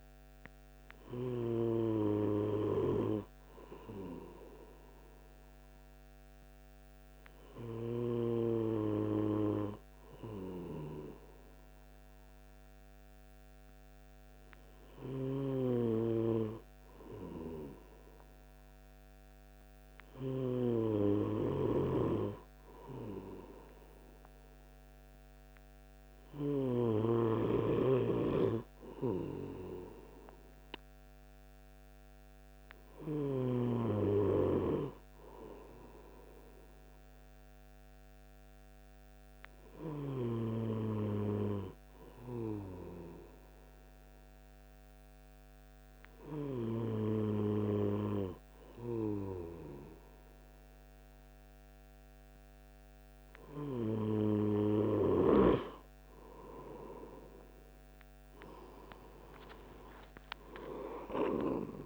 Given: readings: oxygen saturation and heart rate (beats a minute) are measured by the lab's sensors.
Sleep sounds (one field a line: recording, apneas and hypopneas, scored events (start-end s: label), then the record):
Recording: breathing in sleep by a microphone on the trachea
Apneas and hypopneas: none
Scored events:
60.00-61.86 s: arousal
From the record:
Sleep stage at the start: N2 (light sleep)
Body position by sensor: on the right side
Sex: male